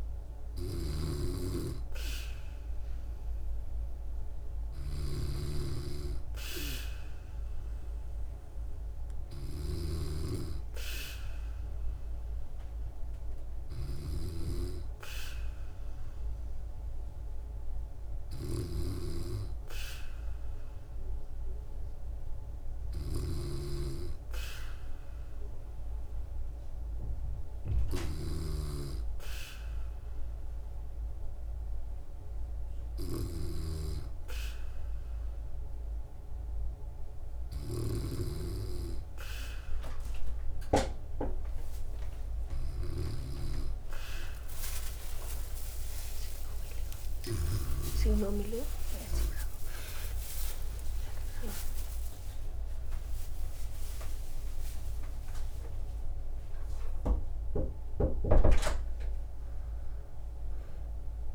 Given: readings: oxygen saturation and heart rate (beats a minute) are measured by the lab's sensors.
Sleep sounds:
breathing in sleep by a room microphone; none
0.00-47.50 s: snoring (device-marked)
46.50-52.50 s: arousal
From the record:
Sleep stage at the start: N2 (light sleep); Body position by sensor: on the back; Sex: female

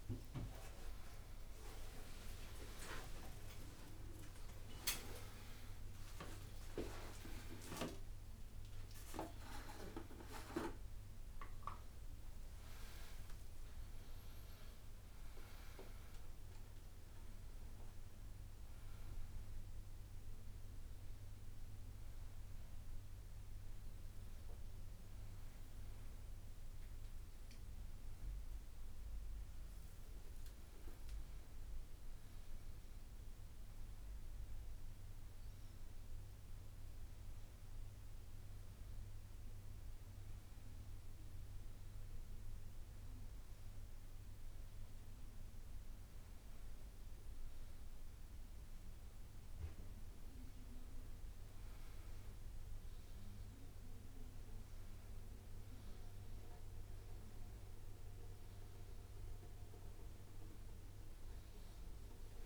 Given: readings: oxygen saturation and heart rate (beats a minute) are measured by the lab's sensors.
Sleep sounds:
a person awake in a sleep study, by a room microphone; none
0.00-11.50 s: tachycardia (device-marked, heart rate 143 extreme)
0.50 s: drop in pulse transit time (device-marked)
2.00-4.00 s: long interval between heartbeats (device-marked, heart rate 107 before, 119 extreme)
3.50-12.50 s: drop in pulse transit time (device-marked, heart rate 109 before, 113 extreme)
5.00-7.00 s: long interval between heartbeats (device-marked, heart rate 110 before, 113 extreme)
8.00-10.00 s: long interval between heartbeats (device-marked, heart rate 109 before, 134 extreme)
13.00-15.00 s: long interval between heartbeats (device-marked, heart rate 121 before, 107 extreme)
30.50-32.50 s: long interval between heartbeats (device-marked, heart rate 100 before, 100 extreme)
31.50-33.50 s: tachycardia (device-marked, heart rate 84 before, 100 extreme)
From the record:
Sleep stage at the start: awake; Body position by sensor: upright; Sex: male

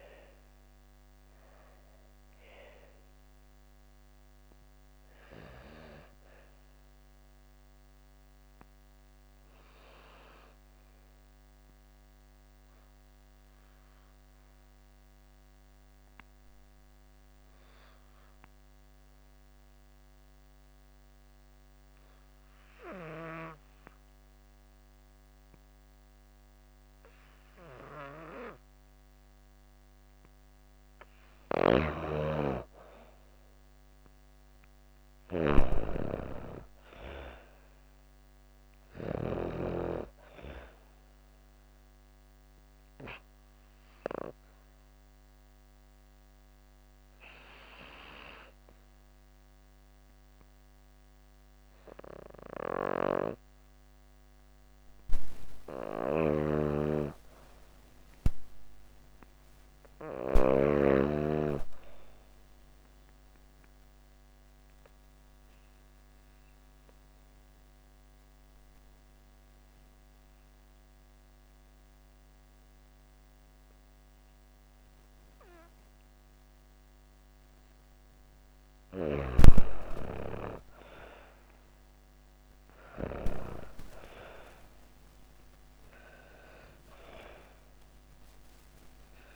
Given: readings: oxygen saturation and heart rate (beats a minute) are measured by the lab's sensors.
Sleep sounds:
breathing in sleep by a microphone on the trachea; 3
0.00-11.00 s: oxygen desaturation (device-marked, oxygen 88% lowest)
3.00-30.00 s: obstructive apnea (oxygen 97% before, 86% lowest, heart rate 46 before, 174 extreme, up 14 after)
30.00-55.00 s: oxygen desaturation (device-marked, oxygen 98% before, 86% lowest)
30.50-38.50 s: snoring (device-marked)
31.50-34.50 s: arousal
41.00-52.50 s: obstructive apnea (oxygen 98% before, 86% lowest)
55.00-58.00 s: arousal
55.00-60.00 s: snoring (device-marked)
63.00-77.00 s: obstructive apnea (oxygen 98% before, 86% lowest)
68.00-74.00 s: oxygen desaturation (device-marked, oxygen 97% before, 94% lowest)
78.00-82.50 s: snoring (device-marked)
80.50-84.50 s: arousal
82.00-89.36 s: oxygen desaturation (device-marked, oxygen 95% before, 86% lowest)
From the record:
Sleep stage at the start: N2 (light sleep); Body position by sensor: on the back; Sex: female

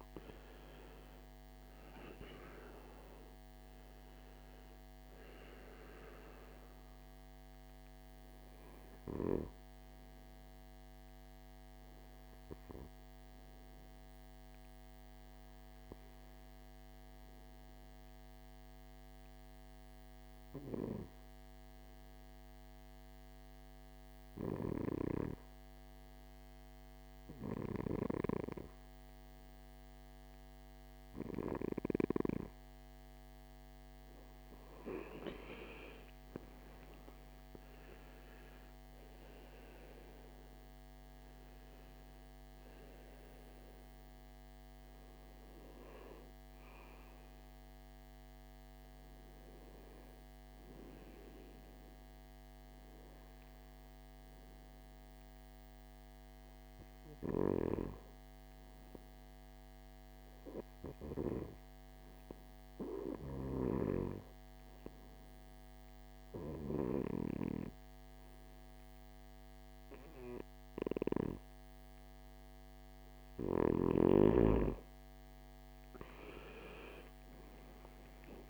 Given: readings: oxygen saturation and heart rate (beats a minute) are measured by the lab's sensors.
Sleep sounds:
breathing in sleep by a microphone on the trachea; 2
0.00-21.50 s: oxygen desaturation (device-marked, oxygen 90% lowest, heart rate 51 extreme)
13.50-31.00 s: obstructive apnea (oxygen 97% before, 91% lowest, heart rate 65 before, 52 extreme, up 14 after)
33.00-35.50 s: arousal
35.50-56.50 s: oxygen desaturation (device-marked, oxygen 98% before, 92% lowest, heart rate 55 before, 54 extreme)
56.00-73.00 s: obstructive apnea (oxygen 98% before, 86% lowest, heart rate 63 before, 56 extreme, up 11 after)
76.50-78.49 s: oxygen desaturation (device-marked, oxygen 97% before, 91% lowest, heart rate 58 before, 55 extreme)
From the record:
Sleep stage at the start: N2 (light sleep); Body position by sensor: on the right side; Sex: male

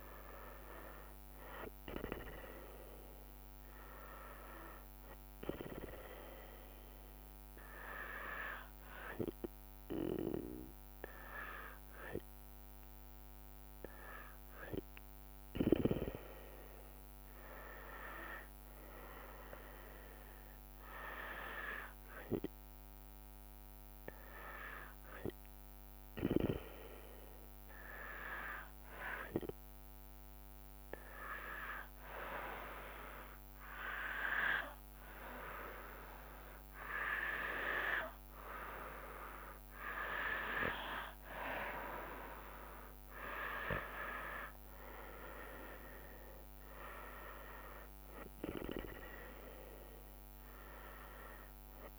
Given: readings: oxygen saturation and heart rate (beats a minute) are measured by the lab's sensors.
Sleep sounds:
breathing in sleep by a microphone on the trachea; 1
0.00-7.50 s: drop in pulse transit time (device-marked, heart rate 75 extreme)
2.00-6.00 s: arousal
28.50-39.50 s: hypopnea (oxygen 97% before, 94% lowest, heart rate 68 before, 63 extreme, up 13 after)
44.50-51.99 s: drop in pulse transit time (device-marked, heart rate 67 before, 69 extreme)
45.00-49.00 s: arousal
From the record:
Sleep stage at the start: N2 (light sleep); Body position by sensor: on the back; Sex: female

